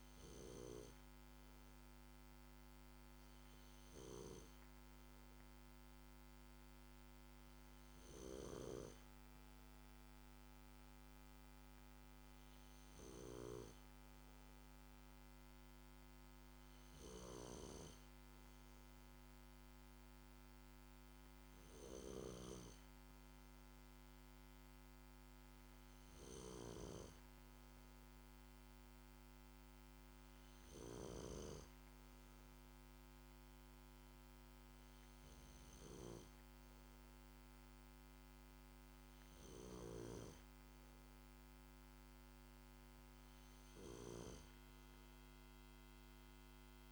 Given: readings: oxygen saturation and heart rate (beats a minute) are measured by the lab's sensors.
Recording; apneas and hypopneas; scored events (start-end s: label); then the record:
breathing in sleep by a microphone on the trachea; none
39.50-46.92 s: snoring (device-marked)
From the record:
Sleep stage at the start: N2 (light sleep); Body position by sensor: on the back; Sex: male